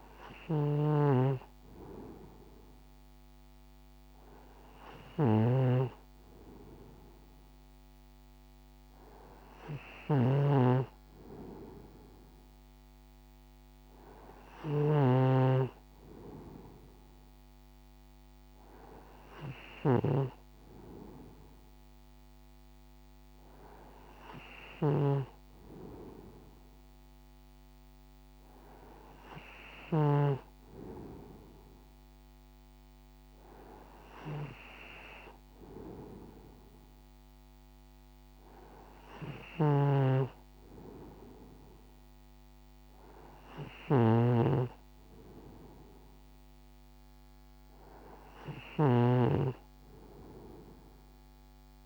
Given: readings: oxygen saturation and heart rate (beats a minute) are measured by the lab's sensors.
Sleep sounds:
breathing in sleep by a microphone on the trachea; none
0.00-30.00 s: snoring (device-marked)
39.00-51.86 s: snoring (device-marked)
From the record:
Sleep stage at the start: N2 (light sleep); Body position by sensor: on the right side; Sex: male

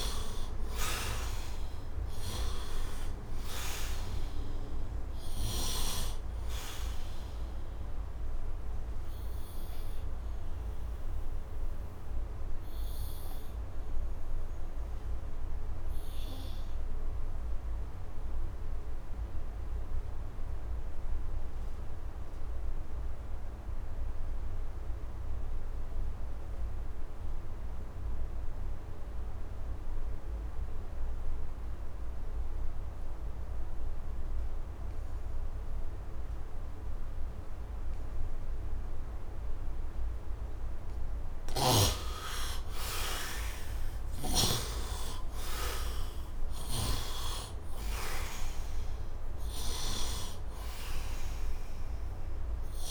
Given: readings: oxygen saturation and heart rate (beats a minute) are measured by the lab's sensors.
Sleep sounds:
breathing in sleep by a room microphone; 1
0.00-2.00 s: arousal
0.00-5.50 s: snoring (device-marked)
0.00-27.00 s: oxygen desaturation (device-marked, oxygen 68% lowest, heart rate 68 extreme)
8.50-40.00 s: obstructive apnea (oxygen 94% before, 66% lowest, heart rate 86 before, 72 extreme, up 11 after)
29.00-52.91 s: oxygen desaturation (device-marked, oxygen 99% before, 66% lowest, heart rate 82 before, 70 extreme)
43.00-48.00 s: arousal
From the record:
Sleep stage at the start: N2 (light sleep); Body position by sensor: on the right side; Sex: male

